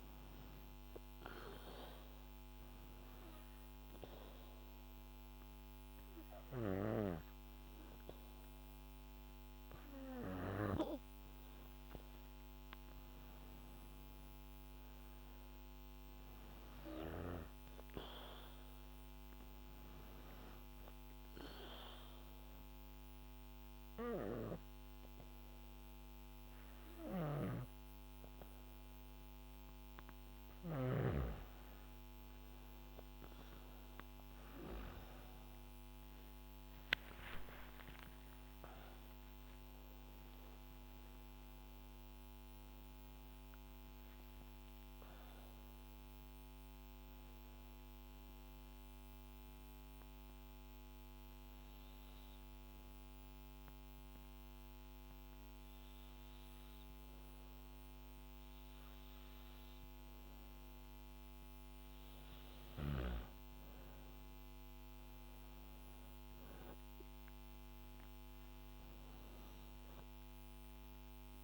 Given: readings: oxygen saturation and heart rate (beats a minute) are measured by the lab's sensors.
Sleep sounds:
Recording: breathing in sleep by a microphone on the trachea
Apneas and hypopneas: 3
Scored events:
3.00-13.00 s: obstructive apnea (oxygen 98% before, 95% lowest, heart rate 68 before, 68 extreme, up 0 after)
14.50-18.00 s: arousal
21.00-32.00 s: obstructive apnea (oxygen 98% before, 95% lowest, heart rate 70 before, 65 extreme, up 7 after)
27.00-31.00 s: snoring (device-marked)
35.50-40.50 s: arousal
51.50-62.50 s: obstructive apnea (oxygen 98% before, 93% lowest, heart rate 74 before, 63 extreme, up 1 after)
64.50-68.00 s: arousal
From the record:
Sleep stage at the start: N2 (light sleep)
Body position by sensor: on the back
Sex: female

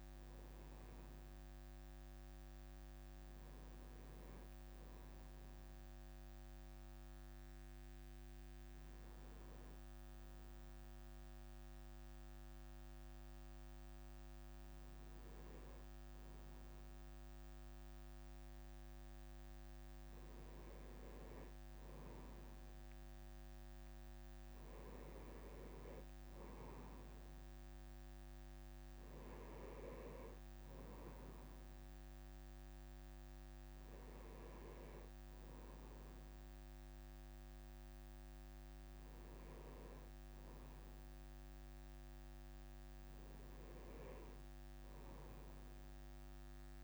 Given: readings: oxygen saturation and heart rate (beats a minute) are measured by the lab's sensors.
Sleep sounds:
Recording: breathing in sleep, hard to hear, by a microphone on the trachea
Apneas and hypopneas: none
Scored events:
10.00-12.00 s: leg movement (device-marked)
From the record:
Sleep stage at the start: N2 (light sleep)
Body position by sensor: on the right side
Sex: male

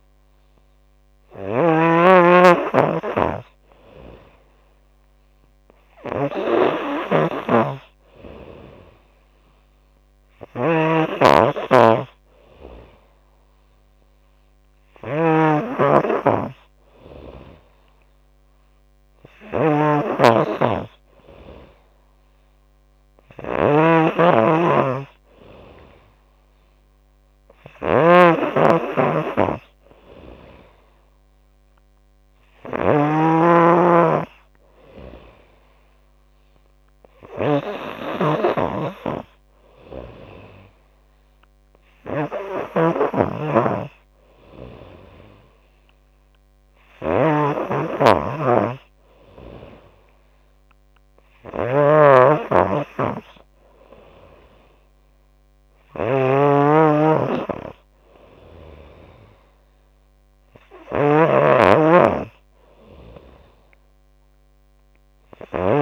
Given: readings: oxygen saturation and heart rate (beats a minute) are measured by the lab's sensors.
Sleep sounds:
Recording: breathing in sleep by a microphone on the trachea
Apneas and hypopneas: none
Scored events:
0.00-65.82 s: snoring (device-marked)
From the record:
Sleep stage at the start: N3 (deep sleep)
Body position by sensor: on the back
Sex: female

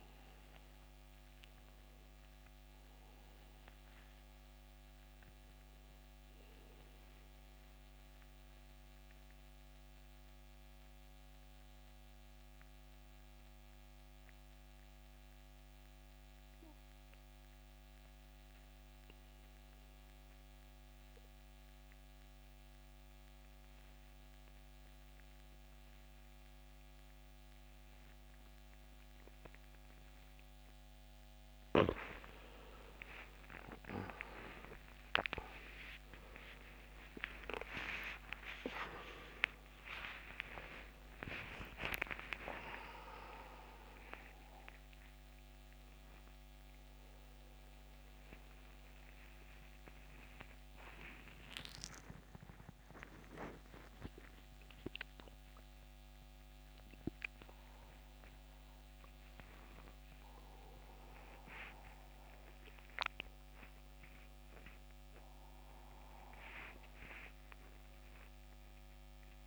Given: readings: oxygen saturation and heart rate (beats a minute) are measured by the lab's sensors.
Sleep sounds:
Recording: a person awake in a sleep study, by a microphone on the trachea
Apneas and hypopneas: 1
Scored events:
0.00-2.00 s: arousal
1.50-24.50 s: oxygen desaturation (device-marked, oxygen 91% before, 87% lowest, heart rate 75 before, 68 extreme)
6.00-31.00 s: mixed apnea (oxygen 93% before, 81% lowest, heart rate 76 before, 68 extreme, up 38 after)
22.50-69.47 s: new sleep stage, awake
36.50-69.47 s: oxygen desaturation (device-marked, oxygen 92% before, 81% lowest, heart rate 70 before, 80 extreme)
From the record:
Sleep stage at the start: N2 (light sleep)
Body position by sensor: on the back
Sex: male

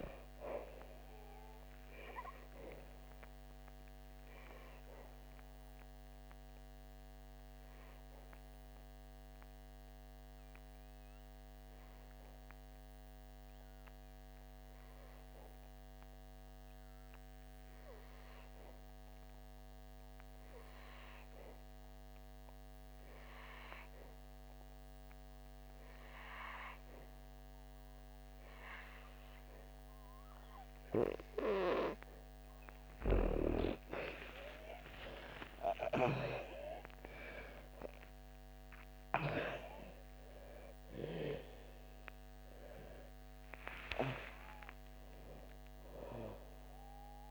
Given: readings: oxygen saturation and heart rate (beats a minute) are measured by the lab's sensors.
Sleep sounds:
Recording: breathing in sleep by a microphone on the trachea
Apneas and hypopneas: 1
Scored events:
0.00-26.50 s: oxygen desaturation (device-marked, oxygen 86% lowest, heart rate 54 extreme)
2.50-32.00 s: mixed apnea (oxygen 98% before, 85% lowest, heart rate 59 before, 54 extreme, up 10 after)
31.50-47.31 s: oxygen desaturation (device-marked, oxygen 98% before, 88% lowest, heart rate 59 before, 53 extreme)
33.50-39.50 s: arousal
From the record:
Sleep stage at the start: N2 (light sleep)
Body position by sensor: on the back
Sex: female

